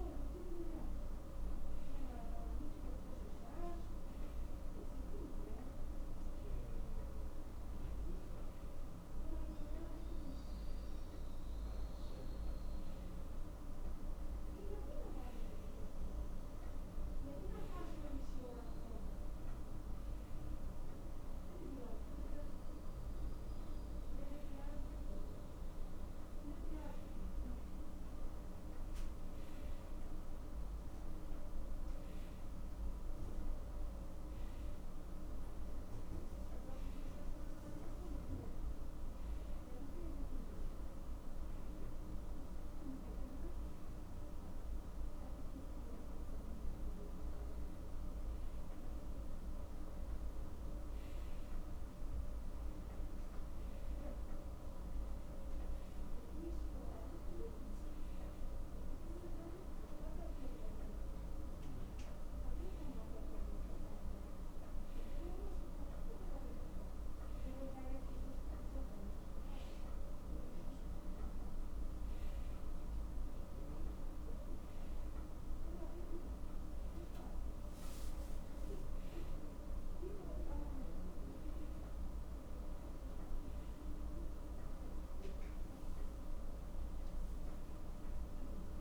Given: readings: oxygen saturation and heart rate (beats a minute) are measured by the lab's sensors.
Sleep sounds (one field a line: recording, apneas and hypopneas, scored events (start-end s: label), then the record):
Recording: a person awake in a sleep study, hard to hear, by a room microphone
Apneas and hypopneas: none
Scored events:
none scored
From the record:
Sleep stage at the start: awake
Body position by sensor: on the back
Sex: male